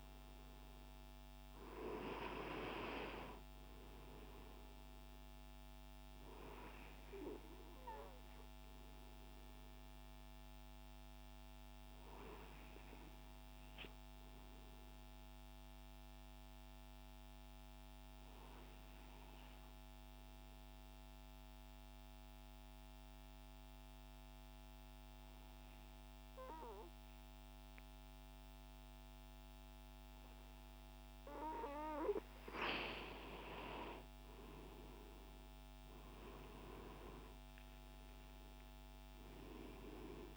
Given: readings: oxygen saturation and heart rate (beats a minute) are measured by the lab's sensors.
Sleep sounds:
breathing in sleep by a microphone on the trachea; 1
0.00-14.50 s: oxygen desaturation (device-marked, oxygen 92% lowest)
6.00-32.50 s: obstructive apnea (oxygen 98% before, 92% lowest)
38.00-40.37 s: arousal
From the record:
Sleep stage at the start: N2 (light sleep); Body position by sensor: on the right side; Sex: male

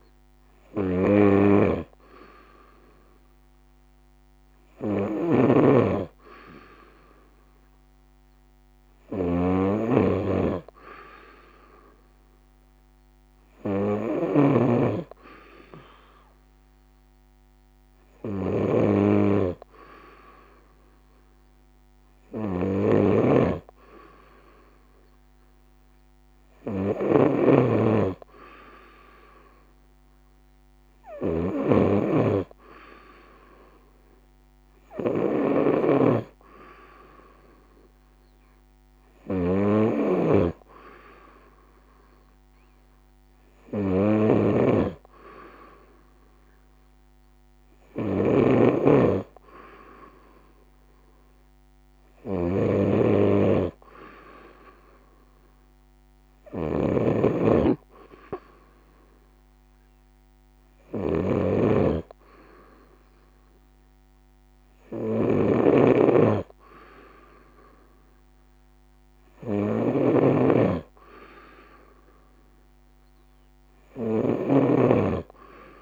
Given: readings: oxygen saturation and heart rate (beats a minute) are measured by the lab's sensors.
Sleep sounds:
breathing in sleep by a microphone on the trachea; none
0.00-3.50 s: oxygen desaturation (device-marked, oxygen 88% lowest, heart rate 65 extreme)
0.00-75.82 s: snoring (device-marked)
From the record:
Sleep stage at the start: N2 (light sleep); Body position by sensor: on the right side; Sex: female

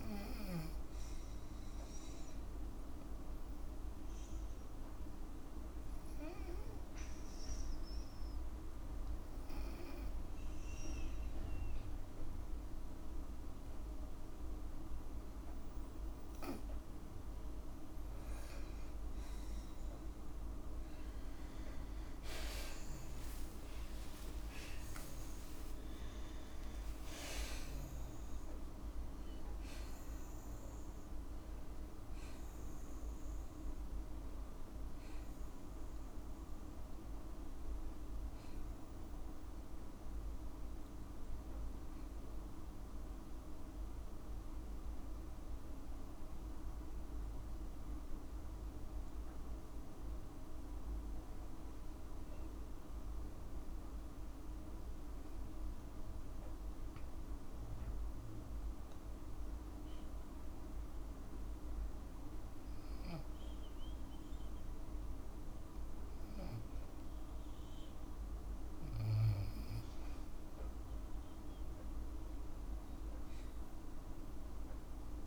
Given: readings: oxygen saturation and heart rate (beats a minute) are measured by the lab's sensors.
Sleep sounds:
breathing in sleep, hard to hear, by a room microphone; 2
4.00-17.00 s: obstructive apnea (oxygen 98% before, 93% lowest, heart rate 55 before, 54 extreme, up 6 after)
20.00-23.50 s: arousal
45.50-58.00 s: hypopnea (oxygen 96% before, 93% lowest, heart rate 59 before, 52 extreme, up 2 after)
60.00-64.00 s: arousal
From the record:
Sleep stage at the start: N2 (light sleep); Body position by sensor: on the back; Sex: female

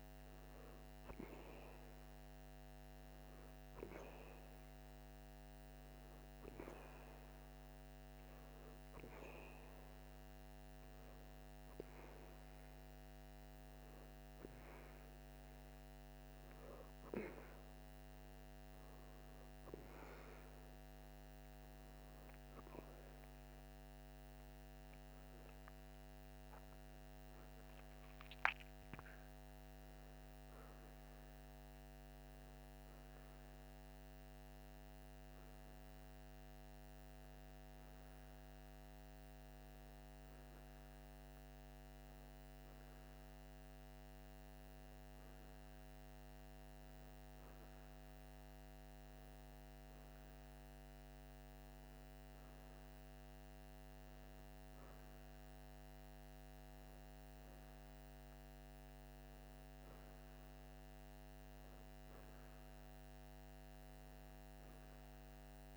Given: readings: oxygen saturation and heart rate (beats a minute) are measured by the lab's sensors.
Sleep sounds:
breathing in sleep, hard to hear, by a microphone on the trachea; none
none scored
From the record:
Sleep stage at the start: N2 (light sleep); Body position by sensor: on the right side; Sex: female

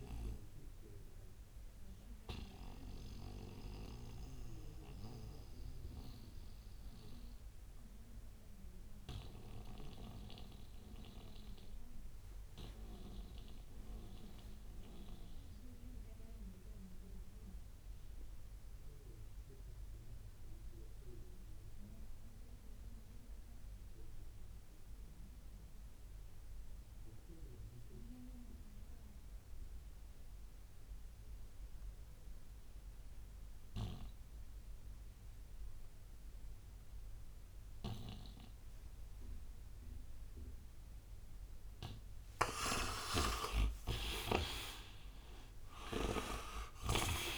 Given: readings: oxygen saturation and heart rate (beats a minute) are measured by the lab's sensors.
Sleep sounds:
breathing in sleep by a room microphone; 1
0.00-19.00 s: oxygen desaturation (device-marked, oxygen 82% lowest, heart rate 57 extreme)
1.50-41.00 s: mixed apnea (oxygen 98% before, 79% lowest, heart rate 81 before, 57 extreme, up 16 after)
33.00-47.37 s: oxygen desaturation (device-marked, oxygen 98% before, 79% lowest, heart rate 61 before, 59 extreme)
42.00-47.37 s: arousal
From the record:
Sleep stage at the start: N2 (light sleep); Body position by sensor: on the right side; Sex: male

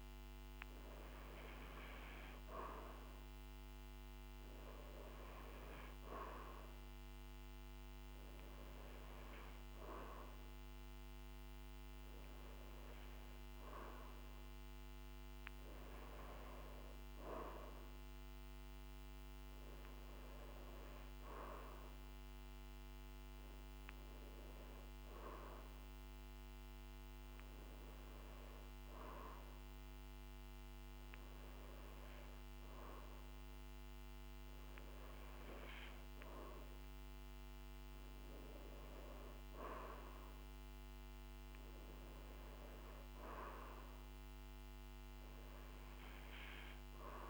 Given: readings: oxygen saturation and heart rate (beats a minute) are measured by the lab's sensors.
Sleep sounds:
breathing in sleep by a microphone on the trachea; none
none scored
From the record:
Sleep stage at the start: N2 (light sleep); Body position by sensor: on the back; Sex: male

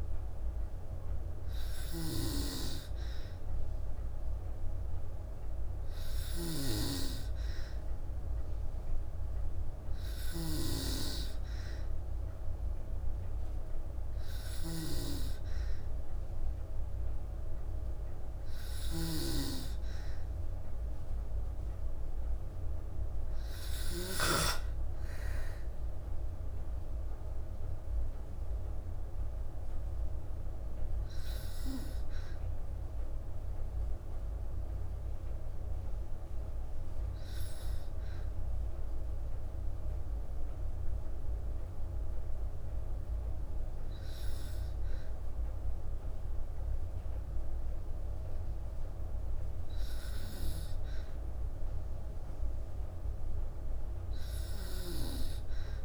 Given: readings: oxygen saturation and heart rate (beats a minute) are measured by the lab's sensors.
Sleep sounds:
breathing in sleep by a room microphone; 1
0.00-23.50 s: snoring (device-marked)
25.50-29.50 s: arousal
32.50-51.00 s: hypopnea (oxygen 94% before, 93% lowest, heart rate 54 before, 51 extreme, up 3 after)
54.00-55.85 s: arousal
54.00-55.85 s: snoring (device-marked)
From the record:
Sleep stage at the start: N2 (light sleep); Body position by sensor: on the back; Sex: female

